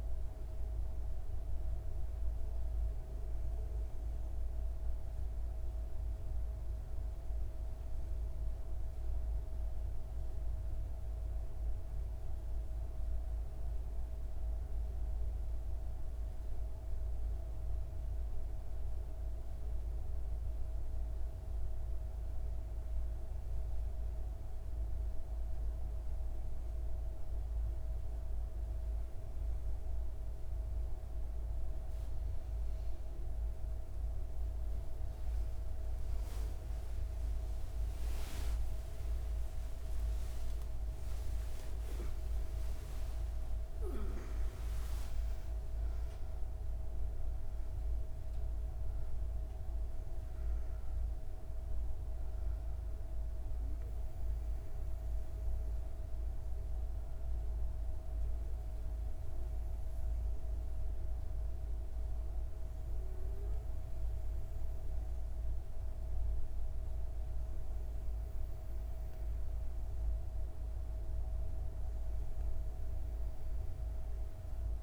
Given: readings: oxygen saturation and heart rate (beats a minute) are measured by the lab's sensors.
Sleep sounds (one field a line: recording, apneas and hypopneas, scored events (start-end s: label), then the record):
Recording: a person partly awake in a sleep study, hard to hear, by a room microphone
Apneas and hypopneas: 1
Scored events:
10.50-22.50 s: hypopnea (oxygen 98% before, 94% lowest, heart rate 108 before, 100 extreme, up 10 after)
27.00-57.00 s: new sleep stage, awake
57.00-74.83 s: new sleep stage, N1 (lightest sleep)
From the record:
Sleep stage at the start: N2 (light sleep)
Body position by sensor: on the back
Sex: female